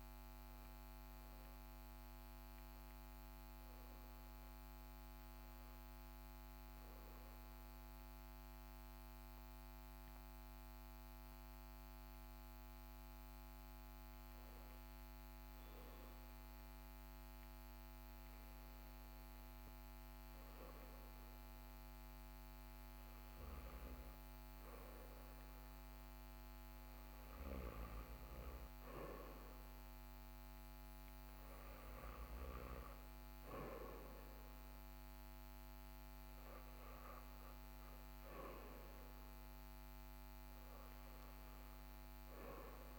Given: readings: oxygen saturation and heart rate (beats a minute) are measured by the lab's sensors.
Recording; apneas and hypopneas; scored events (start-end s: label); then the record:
breathing in sleep, hard to hear, by a microphone on the trachea; 1
6.00-18.50 s: hypopnea (oxygen 97% before, 88% lowest, heart rate 40 before, 44 extreme, up 3 after)
22.00-26.50 s: arousal
29.00-42.99 s: oxygen desaturation (device-marked, oxygen 91% before, 88% lowest, heart rate 45 before, 44 extreme)
From the record:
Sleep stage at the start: REM sleep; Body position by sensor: on the back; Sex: male